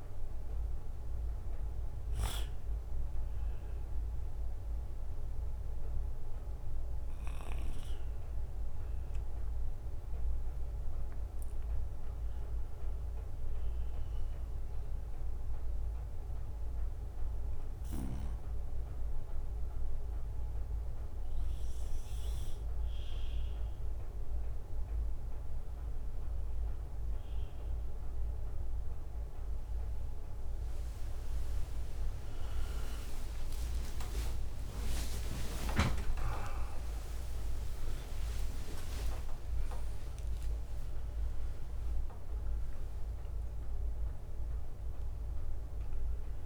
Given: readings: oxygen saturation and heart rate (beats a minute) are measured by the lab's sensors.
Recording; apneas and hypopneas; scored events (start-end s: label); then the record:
breathing in sleep by a room microphone; 1
5.00-8.00 s: arousal
11.50-27.00 s: hypopnea (oxygen 98% before, 94% lowest, heart rate 72 before, 67 extreme, up 6 after)
31.00-44.00 s: oxygen desaturation (device-marked, oxygen 97% before, 94% lowest, heart rate 70 before, 63 extreme)
33.00-39.00 s: arousal
38.00-46.46 s: drop in pulse transit time (device-marked, heart rate 70 before, 77 extreme)
From the record:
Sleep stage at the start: N2 (light sleep); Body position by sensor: on the right side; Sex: male